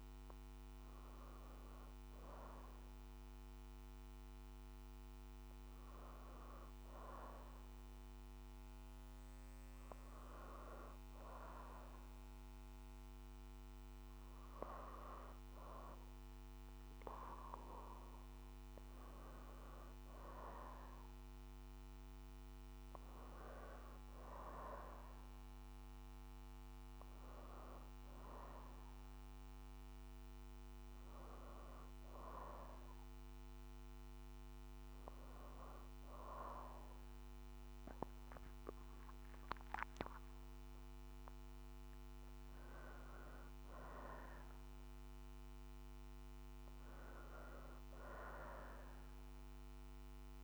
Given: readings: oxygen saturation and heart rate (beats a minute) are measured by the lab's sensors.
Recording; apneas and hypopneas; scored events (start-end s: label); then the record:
breathing in sleep by a microphone on the trachea; none
none scored
From the record:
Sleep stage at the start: N2 (light sleep); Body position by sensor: on the back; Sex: female